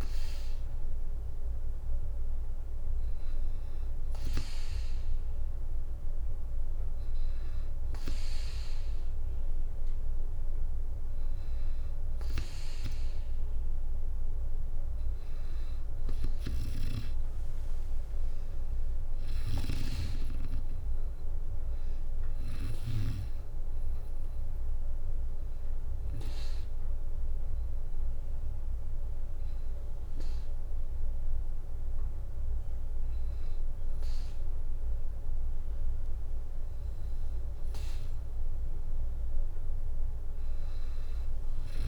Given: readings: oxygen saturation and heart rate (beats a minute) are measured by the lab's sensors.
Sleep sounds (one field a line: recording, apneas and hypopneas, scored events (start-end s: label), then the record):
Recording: breathing in sleep by a room microphone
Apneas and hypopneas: 1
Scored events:
17.00-20.50 s: arousal
17.50-30.50 s: drop in pulse transit time (device-marked, heart rate 63 before, 62 extreme)
26.00-36.50 s: hypopnea (oxygen 97% before, 94% lowest, heart rate 65 before, 61 extreme, up 4 after)
40.50-41.88 s: arousal
From the record:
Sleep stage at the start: N2 (light sleep)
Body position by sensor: on the back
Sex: female